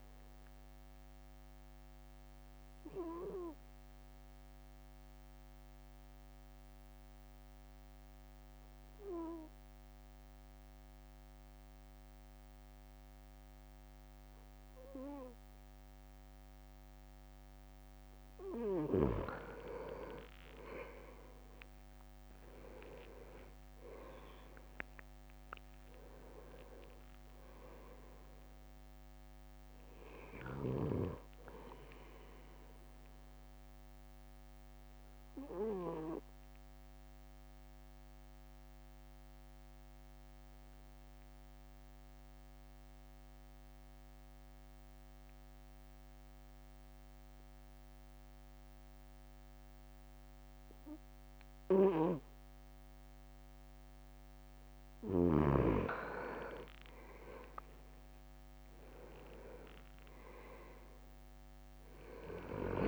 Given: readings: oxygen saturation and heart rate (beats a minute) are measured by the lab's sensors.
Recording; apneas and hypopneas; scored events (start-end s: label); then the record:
breathing in sleep by a microphone on the trachea; 2
1.50-17.50 s: obstructive apnea (oxygen 99% before, 97% lowest)
19.50-21.00 s: leg movement (device-marked)
20.00-24.50 s: arousal
23.50-24.50 s: leg movement (device-marked)
25.00-27.00 s: leg movement (device-marked)
33.00-53.50 s: obstructive apnea (oxygen 99% before, 97% lowest)
56.50-59.00 s: leg movement (device-marked)
58.00-62.00 s: arousal
From the record:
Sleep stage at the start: N2 (light sleep); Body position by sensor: on the right side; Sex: male